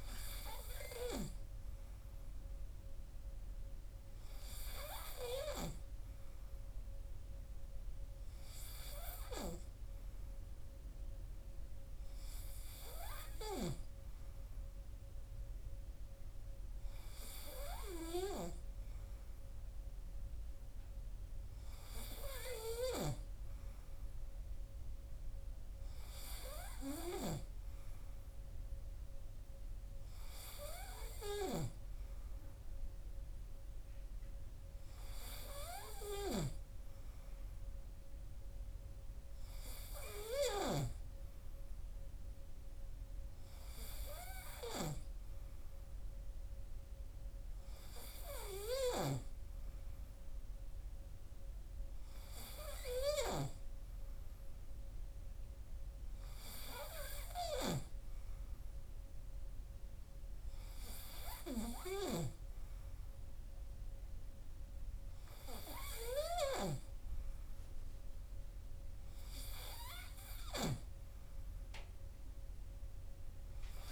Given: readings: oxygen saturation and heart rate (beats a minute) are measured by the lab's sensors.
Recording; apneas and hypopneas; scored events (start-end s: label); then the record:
breathing in sleep by a room microphone; none
none scored
From the record:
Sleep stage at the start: N3 (deep sleep); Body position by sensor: on the right side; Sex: male